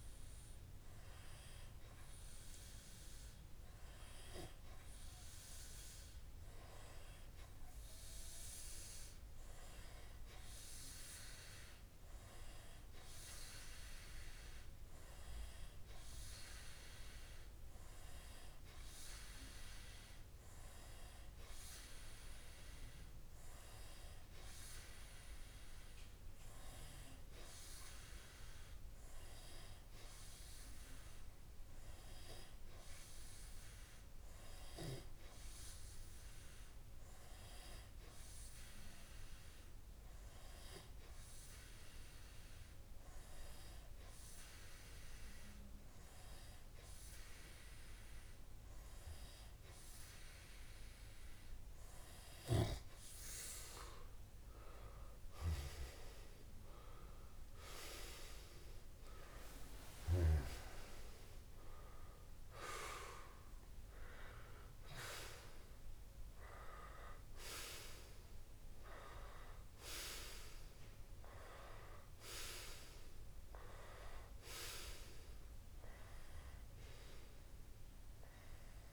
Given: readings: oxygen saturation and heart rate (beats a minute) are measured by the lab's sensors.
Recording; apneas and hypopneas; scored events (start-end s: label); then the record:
breathing in sleep by a room microphone; 1
37.50-52.50 s: hypopnea (oxygen 95% before, 94% lowest)
55.50-59.50 s: arousal
From the record:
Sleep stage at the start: N2 (light sleep); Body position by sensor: on the back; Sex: male